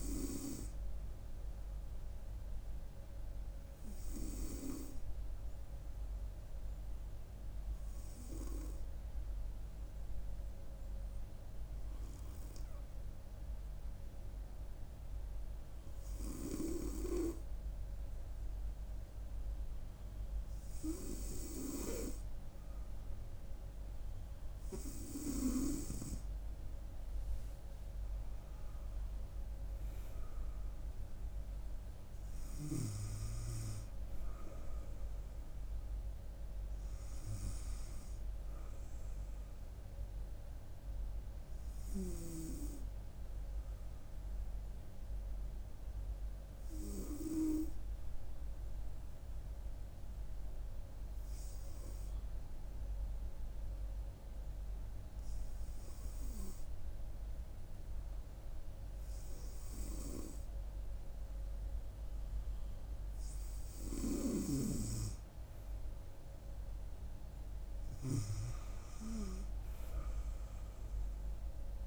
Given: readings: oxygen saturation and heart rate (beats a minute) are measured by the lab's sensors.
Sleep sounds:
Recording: breathing in sleep by a room microphone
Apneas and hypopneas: 2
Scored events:
6.00-19.50 s: hypopnea (oxygen 97% before, 96% lowest, heart rate 68 before, 65 extreme, up 1 after)
21.00-24.00 s: arousal
47.50-62.50 s: hypopnea (oxygen 97% before, 95% lowest, heart rate 68 before, 66 extreme, up 1 after)
64.50-71.87 s: snoring (device-marked)
67.50-71.50 s: arousal
From the record:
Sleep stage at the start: N2 (light sleep)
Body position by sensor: on the right side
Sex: female

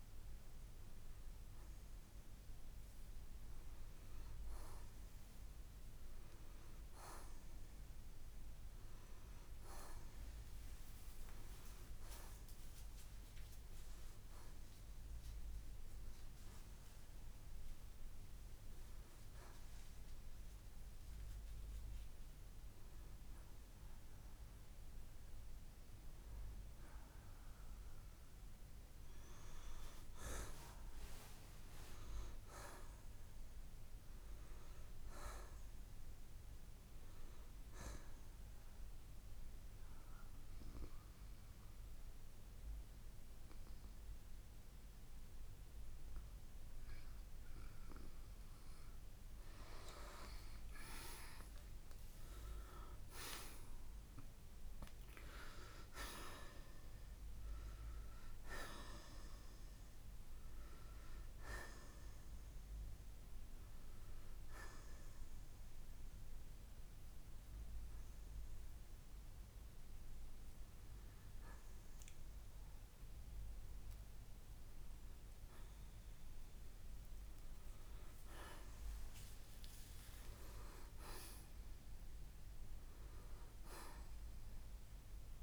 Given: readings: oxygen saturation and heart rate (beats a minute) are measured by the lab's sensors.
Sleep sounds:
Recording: a person partly awake in a sleep study, by a room microphone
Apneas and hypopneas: 1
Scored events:
0.00-5.50 s: oxygen desaturation (device-marked, oxygen 84% lowest, heart rate 53 extreme)
6.50-85.43 s: new sleep stage, N2 (light sleep)
11.50-29.50 s: oxygen desaturation (device-marked, oxygen 94% before, 89% lowest, heart rate 64 before, 53 extreme)
38.50-49.00 s: mixed apnea (oxygen 94% before, 84% lowest, heart rate 61 before, 58 extreme, up 6 after)
38.50-55.50 s: oxygen desaturation (device-marked, oxygen 92% before, 88% lowest, heart rate 61 before, 58 extreme)
51.50-56.00 s: arousal
64.50-79.50 s: oxygen desaturation (device-marked, oxygen 92% before, 84% lowest, heart rate 62 before, 49 extreme)
80.00-83.50 s: arousal
From the record:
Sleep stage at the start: awake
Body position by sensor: on the right side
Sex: male

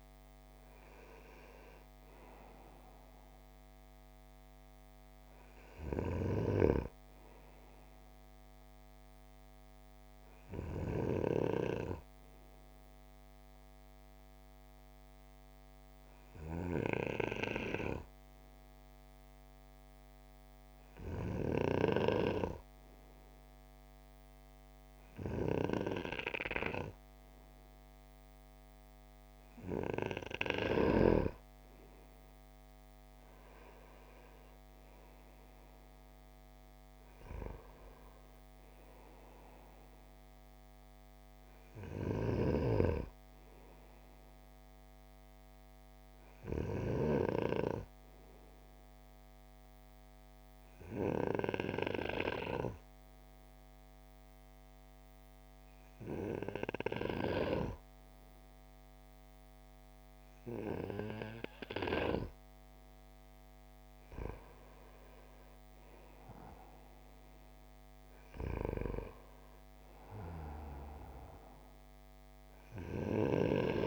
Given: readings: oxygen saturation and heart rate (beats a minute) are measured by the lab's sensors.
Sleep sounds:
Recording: breathing in sleep by a microphone on the trachea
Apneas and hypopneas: 2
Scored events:
12.00-29.00 s: obstructive apnea (oxygen 95% before, 89% lowest)
31.50-35.50 s: arousal
36.00-61.00 s: oxygen desaturation (device-marked, oxygen 93% before, 90% lowest)
48.50-62.00 s: mixed apnea (oxygen 94% before, 89% lowest)
64.00-68.50 s: arousal
From the record:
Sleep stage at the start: N2 (light sleep)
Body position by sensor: on the right side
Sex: male

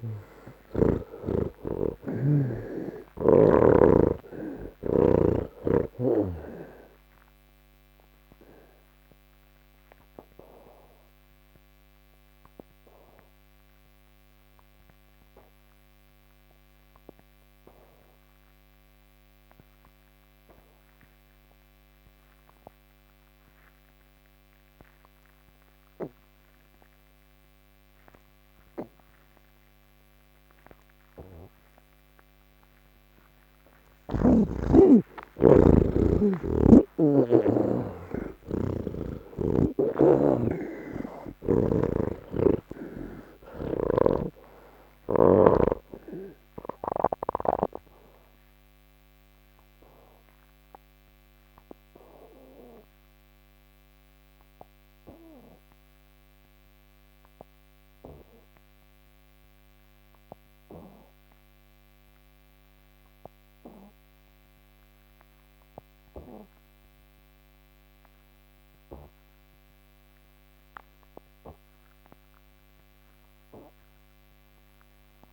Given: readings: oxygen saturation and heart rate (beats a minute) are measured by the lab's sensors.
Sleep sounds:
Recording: breathing in sleep by a microphone on the trachea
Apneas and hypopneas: none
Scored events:
0.00-1.00 s: snoring (device-marked)
0.00-22.00 s: oxygen desaturation (device-marked, oxygen 82% lowest)
42.00-64.00 s: oxygen desaturation (device-marked, oxygen 95% before, 78% lowest, heart rate 42 before, 31 extreme)
66.00-75.33 s: oxygen desaturation (device-marked, oxygen 97% before, 86% lowest, heart rate 67 before, 39 extreme)
From the record:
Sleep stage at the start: N2 (light sleep)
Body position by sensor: on the back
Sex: male

